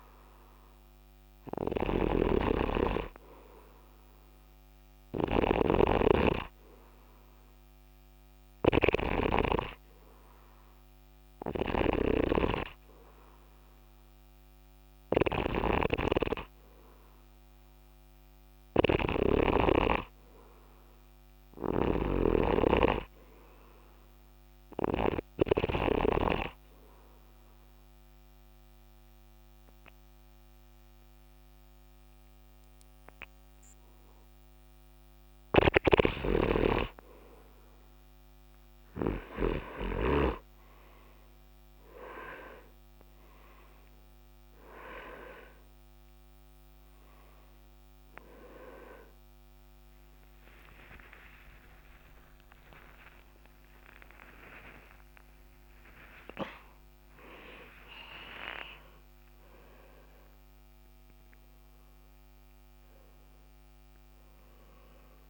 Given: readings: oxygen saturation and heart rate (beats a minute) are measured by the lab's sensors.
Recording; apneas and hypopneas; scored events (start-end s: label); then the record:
breathing in sleep by a microphone on the trachea; 1
0.00-20.00 s: snoring (device-marked)
22.00-26.00 s: snoring (device-marked)
28.00-38.00 s: obstructive apnea (oxygen 91% before, 87% lowest, heart rate 77 before, 75 extreme, up 10 after)
36.00-40.00 s: snoring (device-marked)
50.50-57.00 s: arousal
From the record:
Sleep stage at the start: N2 (light sleep); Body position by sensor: on the right side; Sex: male